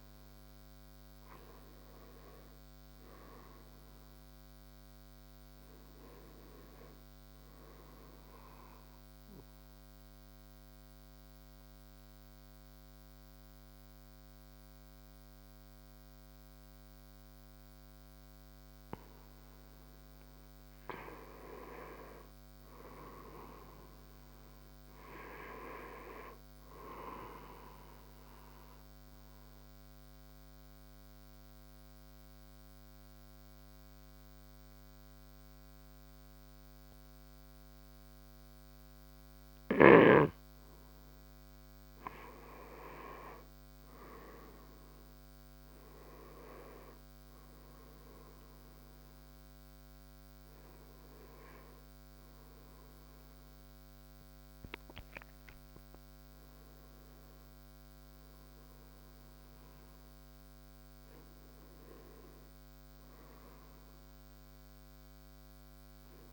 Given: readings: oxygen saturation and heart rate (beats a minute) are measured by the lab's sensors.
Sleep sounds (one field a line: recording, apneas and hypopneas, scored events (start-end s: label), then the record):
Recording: breathing in sleep by a microphone on the trachea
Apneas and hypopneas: 2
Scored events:
0.00-3.00 s: arousal
0.00-3.50 s: oxygen desaturation (device-marked, oxygen 91% lowest, heart rate 69 extreme)
9.50-20.50 s: obstructive apnea (oxygen 96% before, 90% lowest, heart rate 78 before, 69 extreme, up 7 after)
23.50-27.00 s: arousal
28.50-40.00 s: obstructive apnea (oxygen 96% before, 90% lowest, heart rate 73 before, 69 extreme, up 6 after)
28.50-40.50 s: oxygen desaturation (device-marked, oxygen 96% before, 91% lowest, heart rate 73 before, 69 extreme)
42.00-46.00 s: arousal
46.50-65.50 s: oxygen desaturation (device-marked, oxygen 96% before, 90% lowest, heart rate 72 before, 66 extreme)
46.50-66.33 s: drop in pulse transit time (device-marked, heart rate 72 before, 73 extreme)
64.50-66.33 s: arousal
From the record:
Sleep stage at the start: N2 (light sleep)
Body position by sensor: on the right side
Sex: male